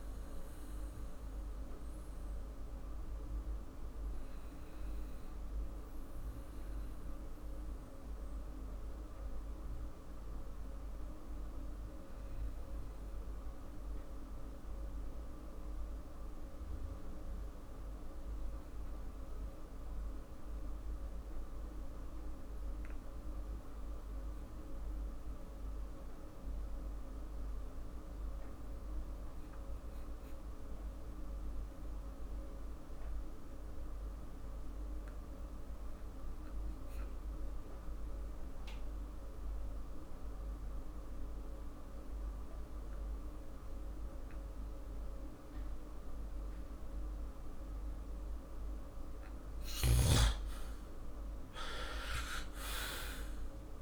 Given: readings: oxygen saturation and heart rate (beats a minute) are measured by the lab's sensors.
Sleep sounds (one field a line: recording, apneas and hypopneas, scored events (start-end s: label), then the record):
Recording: breathing in sleep, hard to hear, by a room microphone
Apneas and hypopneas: 1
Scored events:
0.00-1.00 s: oxygen desaturation (device-marked, oxygen 89% lowest, heart rate 44 extreme)
1.00-47.50 s: obstructive apnea (oxygen 98% before, 86% lowest, heart rate 53 before, 44 extreme, up 10 after)
24.00-35.00 s: oxygen desaturation (device-marked, oxygen 97% before, 92% lowest, heart rate 46 before, 45 extreme)
50.00-53.82 s: arousal
From the record:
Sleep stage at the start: N2 (light sleep)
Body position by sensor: on the back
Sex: male